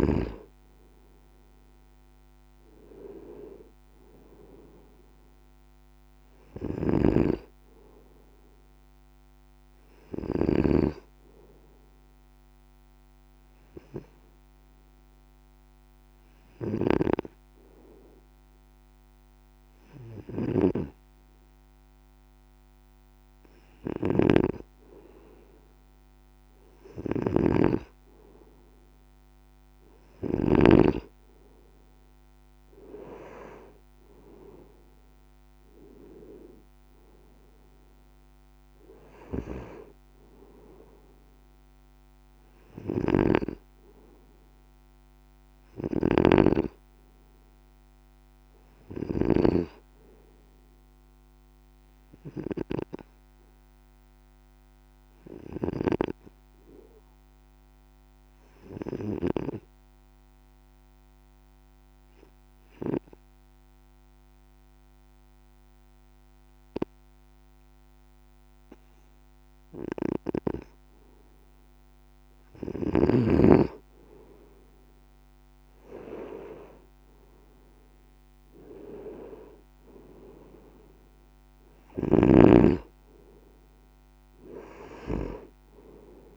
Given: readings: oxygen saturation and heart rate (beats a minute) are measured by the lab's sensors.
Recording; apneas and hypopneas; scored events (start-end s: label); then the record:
breathing in sleep by a microphone on the trachea; 2
6.50-11.00 s: snoring (device-marked)
13.50-26.00 s: hypopnea (oxygen 96% before, 93% lowest, heart rate 57 before, 53 extreme, up 5 after)
24.00-30.50 s: snoring (device-marked)
31.50-36.00 s: arousal
43.00-49.50 s: snoring (device-marked)
54.00-70.00 s: obstructive apnea (oxygen 96% before, 92% lowest, heart rate 56 before, 53 extreme, up 5 after)
72.50-75.50 s: arousal
79.00-86.37 s: oxygen desaturation (device-marked, oxygen 96% before, 92% lowest, heart rate 55 before, 55 extreme)
82.00-86.37 s: snoring (device-marked)
From the record:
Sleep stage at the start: N2 (light sleep); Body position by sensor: on the right side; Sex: male